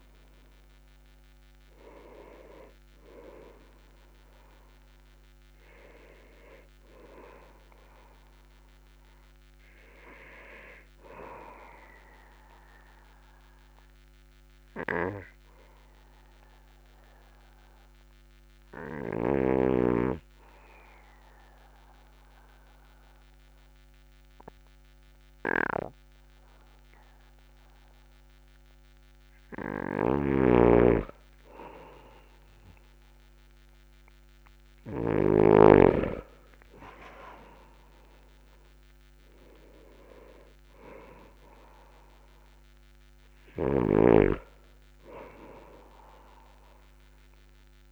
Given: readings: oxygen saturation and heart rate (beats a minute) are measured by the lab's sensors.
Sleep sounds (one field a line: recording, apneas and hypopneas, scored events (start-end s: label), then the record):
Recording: breathing in sleep by a microphone on the trachea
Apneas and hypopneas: 1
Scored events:
6.50-32.50 s: oxygen desaturation (device-marked, oxygen 97% before, 88% lowest, heart rate 49 before, 44 extreme)
12.50-29.50 s: obstructive apnea (oxygen 97% before, 88% lowest, heart rate 50 before, 44 extreme, up 5 after)
30.50-36.00 s: snoring (device-marked)
32.00-35.50 s: arousal
44.00-47.92 s: snoring (device-marked)
From the record:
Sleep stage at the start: N2 (light sleep)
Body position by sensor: on the back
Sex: male